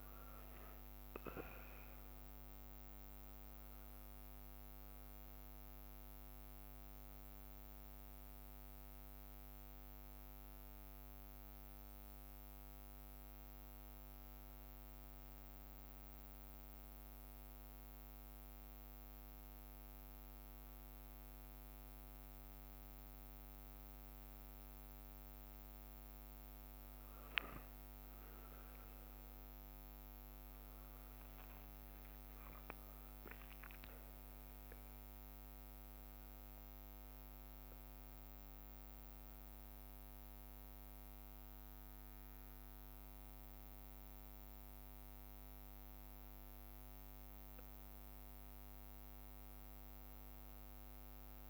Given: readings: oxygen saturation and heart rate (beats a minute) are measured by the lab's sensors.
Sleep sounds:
breathing in sleep, hard to hear, by a microphone on the trachea; 1
0.00-2.00 s: arousal
10.50-12.50 s: bradycardia (device-marked, heart rate 63 before, 60 extreme)
11.00-23.50 s: hypopnea (oxygen 97% before, 95% lowest, heart rate 60 before, 59 extreme, up 1 after)
15.50-25.50 s: bradycardia (device-marked, heart rate 63 before, 59 extreme)
39.50-51.50 s: bradycardia (device-marked, heart rate 63 before, 57 extreme)
43.50-51.50 s: new sleep stage, awake
From the record:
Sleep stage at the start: N1 (lightest sleep); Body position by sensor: on the back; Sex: male

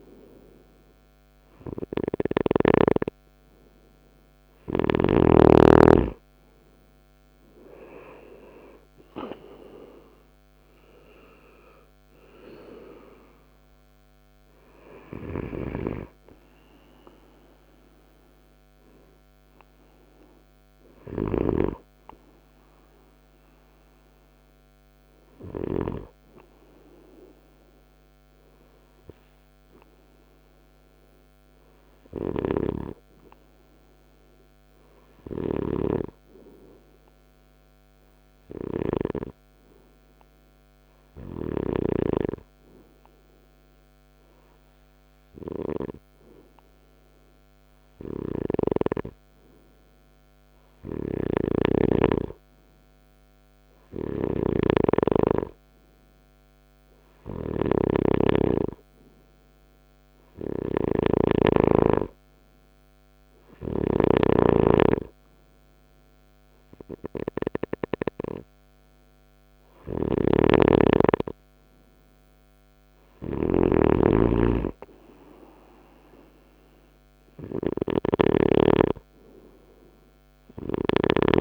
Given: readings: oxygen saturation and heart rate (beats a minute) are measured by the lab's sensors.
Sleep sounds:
breathing in sleep by a microphone on the trachea; 1
0.00-2.00 s: snoring (device-marked)
15.00-81.41 s: new sleep stage, N2 (light sleep)
33.00-51.00 s: hypopnea (oxygen 97% before, 94% lowest, heart rate 65 before, 62 extreme, up 4 after)
34.50-41.00 s: snoring (device-marked)
52.50-56.00 s: arousal
53.00-60.50 s: snoring (device-marked)
69.00-81.41 s: snoring (device-marked)
From the record:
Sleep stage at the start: N3 (deep sleep); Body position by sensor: on the right side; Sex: male

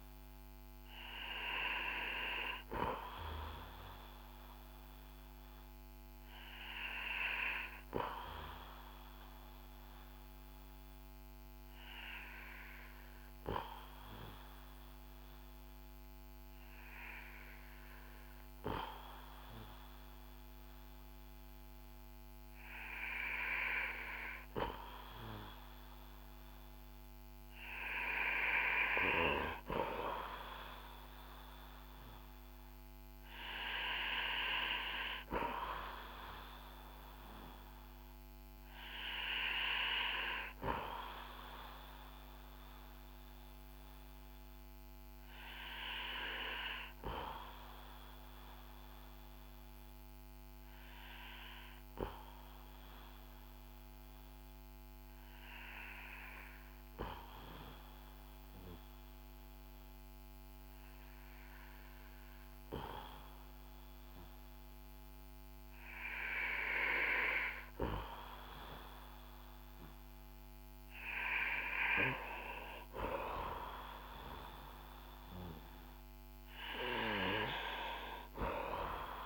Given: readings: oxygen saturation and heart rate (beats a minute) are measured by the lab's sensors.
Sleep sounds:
breathing in sleep by a microphone on the trachea; 2
10.50-27.50 s: hypopnea (oxygen 94% before, 92% lowest, heart rate 55 before, 39 extreme)
31.00-35.00 s: arousal
48.00-67.00 s: obstructive apnea (oxygen 94% before, 91% lowest, heart rate 50 before, 39 extreme, up 8 after)
70.00-75.00 s: arousal
From the record:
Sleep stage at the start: N2 (light sleep); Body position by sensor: on the back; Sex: male

